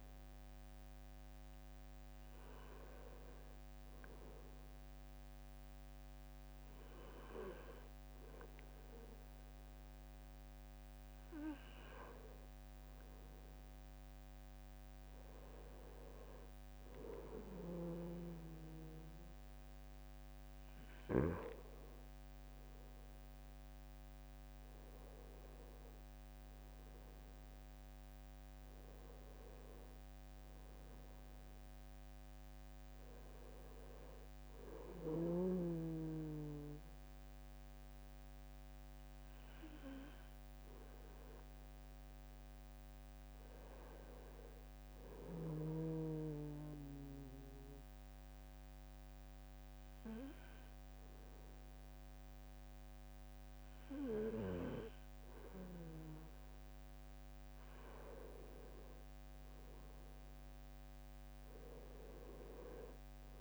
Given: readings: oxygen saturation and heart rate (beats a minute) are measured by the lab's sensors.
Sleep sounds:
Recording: breathing in sleep by a microphone on the trachea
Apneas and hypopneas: 1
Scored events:
29.00-33.00 s: arousal
45.00-57.00 s: hypopnea (oxygen 95% before, 91% lowest, heart rate 64 before, 64 extreme, up 4 after)
59.00-63.41 s: arousal
From the record:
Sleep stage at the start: N2 (light sleep)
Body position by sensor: on the right side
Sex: male

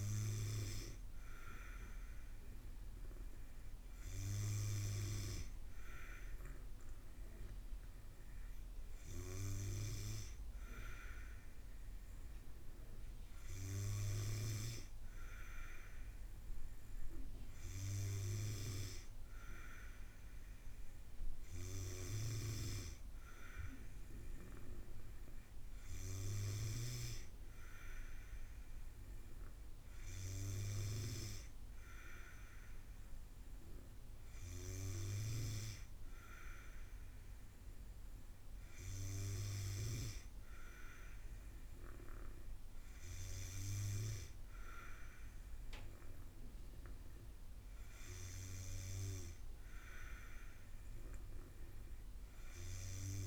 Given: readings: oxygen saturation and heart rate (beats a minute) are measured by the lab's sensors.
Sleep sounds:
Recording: breathing in sleep by a room microphone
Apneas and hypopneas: none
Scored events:
none scored
From the record:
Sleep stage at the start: N2 (light sleep)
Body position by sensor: on the back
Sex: female

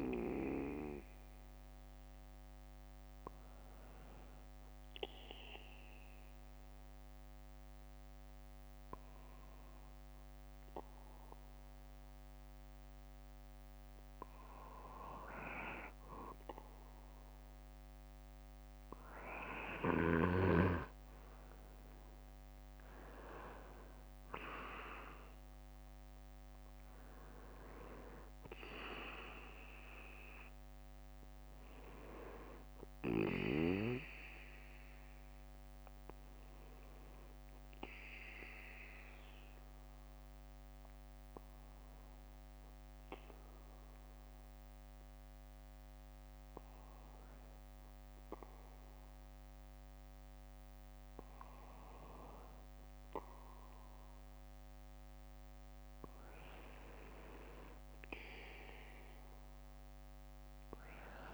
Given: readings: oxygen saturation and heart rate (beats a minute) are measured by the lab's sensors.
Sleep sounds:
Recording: breathing in sleep by a microphone on the trachea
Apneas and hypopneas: 2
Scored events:
0.00-17.00 s: bradycardia (device-marked, heart rate 68 before, 56 extreme)
4.00-15.00 s: obstructive apnea (oxygen 96% before, 94% lowest, heart rate 61 before, 57 extreme, up 3 after)
22.50-27.50 s: arousal
30.00-32.00 s: bradycardia (device-marked, heart rate 68 before, 61 extreme)
35.00-55.00 s: bradycardia (device-marked, heart rate 68 before, 55 extreme)
40.00-53.50 s: hypopnea (oxygen 96% before, 94% lowest, heart rate 61 before, 55 extreme, up 5 after)
55.00-58.50 s: arousal
From the record:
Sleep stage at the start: N2 (light sleep)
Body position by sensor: on the back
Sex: male

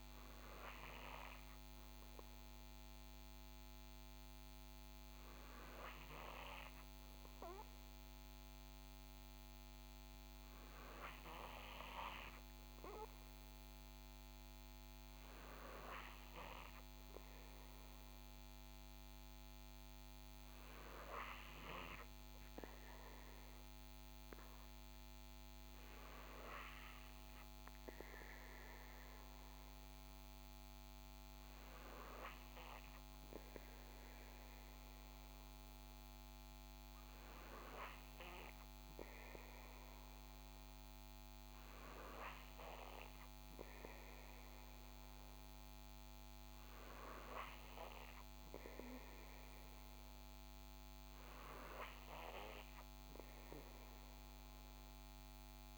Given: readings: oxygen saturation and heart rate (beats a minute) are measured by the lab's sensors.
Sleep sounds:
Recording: breathing in sleep by a microphone on the trachea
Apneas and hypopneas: none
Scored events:
none scored
From the record:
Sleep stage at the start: N2 (light sleep)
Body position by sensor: on the right side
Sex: male

